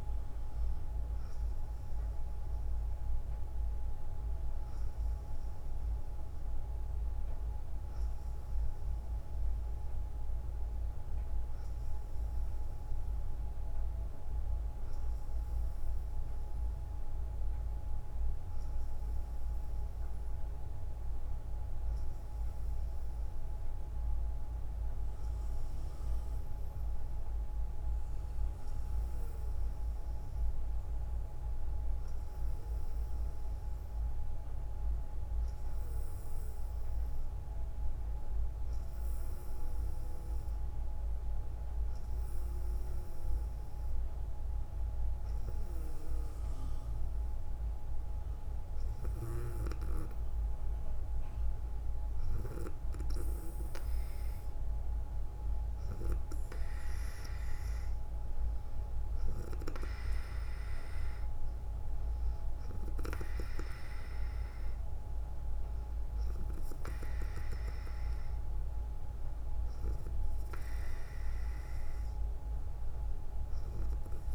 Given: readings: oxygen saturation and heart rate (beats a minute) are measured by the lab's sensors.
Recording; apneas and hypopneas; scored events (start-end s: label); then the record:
breathing in sleep by a room microphone; none
none scored
From the record:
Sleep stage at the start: N2 (light sleep); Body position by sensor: on the front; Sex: female